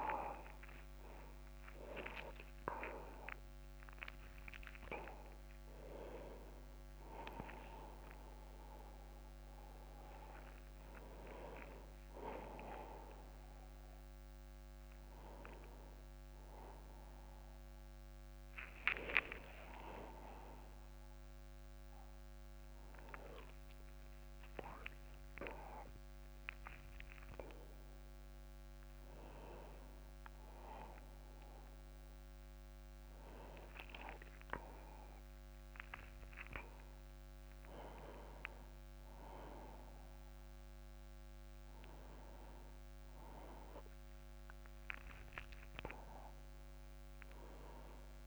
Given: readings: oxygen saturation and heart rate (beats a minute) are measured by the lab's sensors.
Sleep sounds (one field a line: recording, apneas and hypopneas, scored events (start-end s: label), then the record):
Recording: a person awake in a sleep study, by a microphone on the trachea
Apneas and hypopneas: none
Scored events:
none scored
From the record:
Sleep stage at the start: awake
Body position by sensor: on the back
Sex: male